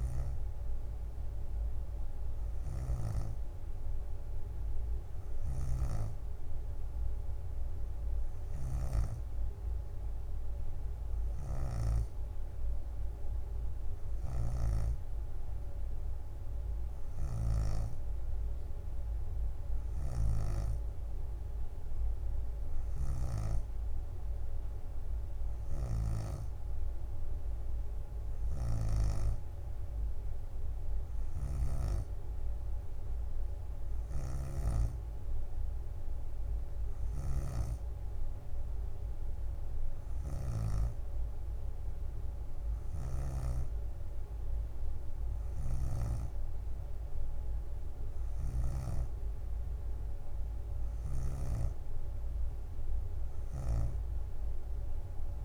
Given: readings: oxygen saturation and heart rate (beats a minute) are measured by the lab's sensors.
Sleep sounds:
breathing in sleep by a room microphone; none
14.50-18.00 s: snoring (device-marked)
20.00-23.50 s: snoring (device-marked)
31.50-41.00 s: snoring (device-marked)
39.50-44.00 s: leg movement (device-marked)
40.50-50.50 s: drop in pulse transit time (device-marked, heart rate 64 before, 60 extreme)
53.50-55.45 s: snoring (device-marked)
From the record:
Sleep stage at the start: N3 (deep sleep); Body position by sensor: on the back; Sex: female

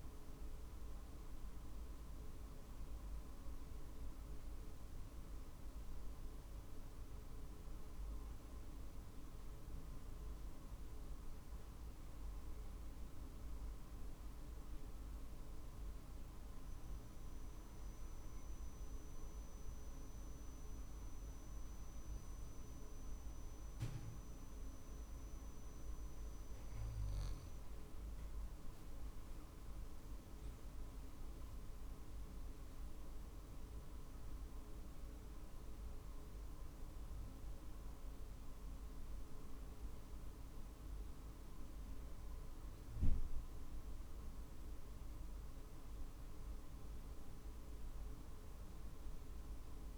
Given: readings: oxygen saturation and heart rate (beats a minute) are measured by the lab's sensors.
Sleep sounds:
breathing in sleep, hard to hear, by a room microphone; 1
6.00-26.00 s: obstructive apnea (oxygen 97% before, 95% lowest, heart rate 48 before, 46 extreme, up 4 after)
18.50-49.98 s: new sleep stage, N2 (light sleep)
29.50-43.50 s: drop in pulse transit time (device-marked, heart rate 47 before, 47 extreme)
30.00-34.00 s: arousal
From the record:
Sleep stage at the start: N1 (lightest sleep); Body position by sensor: on the back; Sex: male

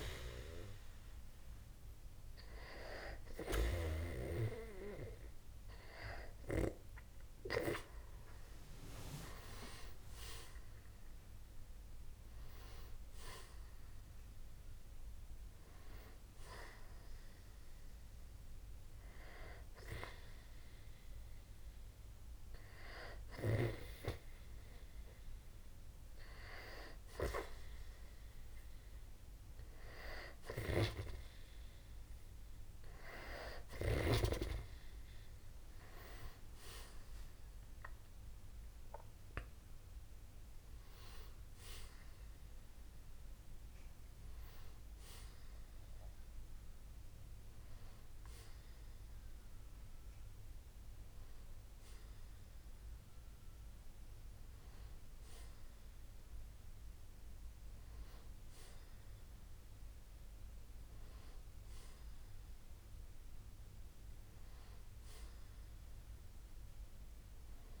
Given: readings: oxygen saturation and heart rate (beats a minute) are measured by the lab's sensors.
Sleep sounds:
breathing in sleep by a room microphone; none
none scored
From the record:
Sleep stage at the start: N2 (light sleep); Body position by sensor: on the back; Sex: male

